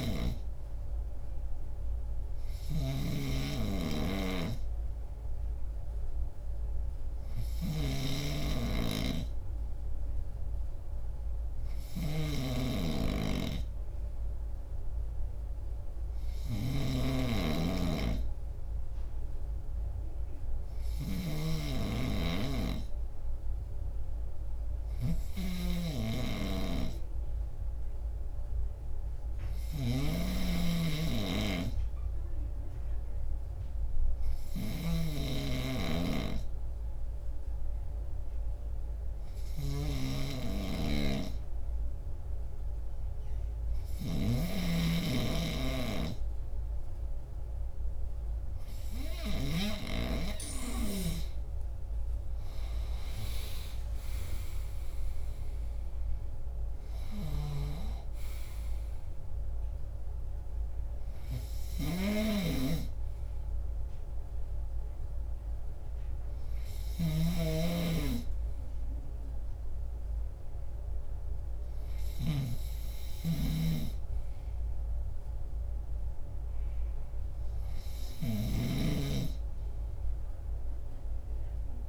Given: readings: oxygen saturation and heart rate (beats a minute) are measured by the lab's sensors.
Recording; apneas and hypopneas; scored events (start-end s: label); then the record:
breathing in sleep by a room microphone; 1
0.00-21.50 s: snoring (device-marked)
13.50-47.00 s: hypopnea (oxygen 97% before, 93% lowest)
29.50-44.50 s: snoring (device-marked)
48.50-52.00 s: arousal
57.00-67.00 s: snoring (device-marked)
73.00-81.89 s: snoring (device-marked)
From the record:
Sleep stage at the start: N2 (light sleep); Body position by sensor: on the left side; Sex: male